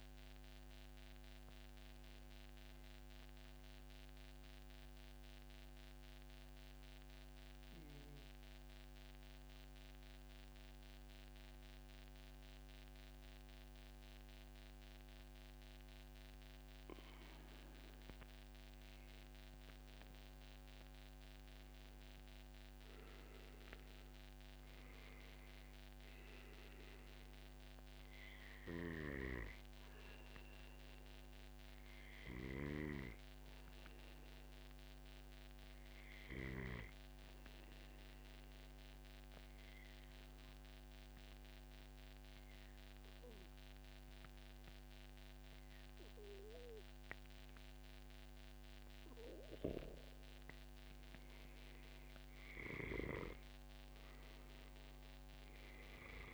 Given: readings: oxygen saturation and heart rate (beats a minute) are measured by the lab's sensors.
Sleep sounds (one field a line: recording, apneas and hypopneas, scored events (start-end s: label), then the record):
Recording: breathing in sleep by a microphone on the trachea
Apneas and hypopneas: 2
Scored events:
0.00-2.00 s: oxygen desaturation (device-marked, oxygen 92% lowest, heart rate 105 extreme)
2.50-18.00 s: obstructive apnea (oxygen 97% before, 92% lowest, heart rate 142 before, 105 extreme, up 43 after)
21.50-24.50 s: arousal
31.00-48.50 s: obstructive apnea (oxygen 98% before, 94% lowest, heart rate 135 before, 97 extreme, up 0 after)
50.50-54.50 s: arousal
53.50-55.50 s: long interval between heartbeats (device-marked, heart rate 144 before, 132 extreme)
From the record:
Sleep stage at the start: N2 (light sleep)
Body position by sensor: on the back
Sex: male